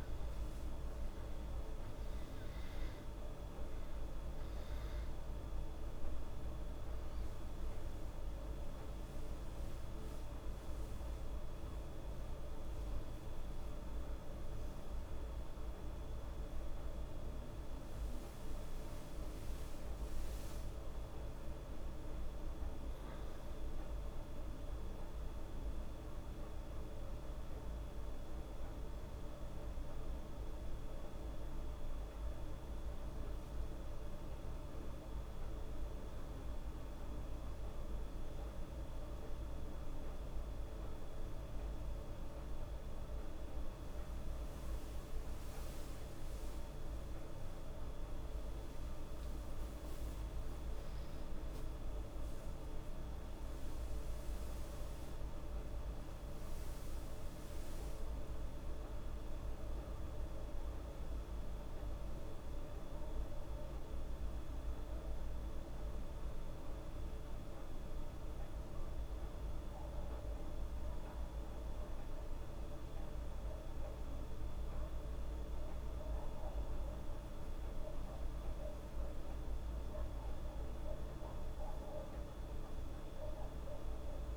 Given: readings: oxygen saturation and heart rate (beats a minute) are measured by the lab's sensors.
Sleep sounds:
breathing in sleep, hard to hear, by a room microphone; 2
21.50-31.50 s: hypopnea (oxygen 98% before, 94% lowest, heart rate 80 before, 72 extreme, up 3 after)
37.00-41.50 s: arousal
46.00-76.00 s: new sleep stage, N1 (lightest sleep)
48.00-52.50 s: arousal
61.50-73.50 s: obstructive apnea (oxygen 98% before, 94% lowest, heart rate 99 before, 70 extreme, up 10 after)
76.00-84.37 s: new sleep stage, awake
79.00-84.37 s: oxygen desaturation (device-marked, oxygen 98% before, 94% lowest, heart rate 88 before, 69 extreme)
From the record:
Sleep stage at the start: N2 (light sleep); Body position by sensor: on the back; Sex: female

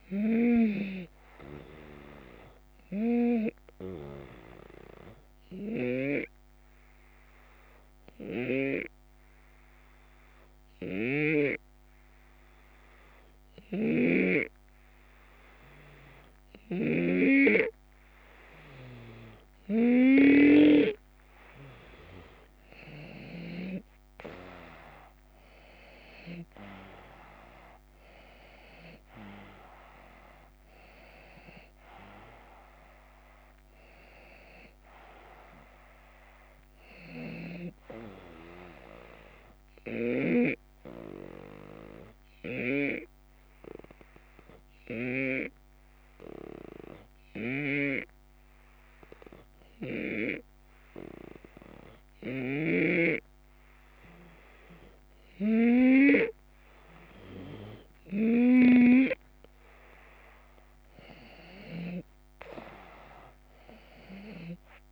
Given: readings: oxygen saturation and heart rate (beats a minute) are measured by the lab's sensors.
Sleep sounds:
breathing in sleep by a microphone on the trachea; 2
2.00-20.00 s: obstructive apnea (oxygen 94% before, 91% lowest, heart rate 76 before, 73 extreme, up 6 after)
13.50-23.50 s: snoring (device-marked)
23.50-29.00 s: arousal
39.00-55.50 s: obstructive apnea (oxygen 93% before, 91% lowest, heart rate 78 before, 75 extreme, up 3 after)
47.00-52.50 s: snoring (device-marked)
60.50-64.92 s: arousal
From the record:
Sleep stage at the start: N2 (light sleep); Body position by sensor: on the back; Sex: male

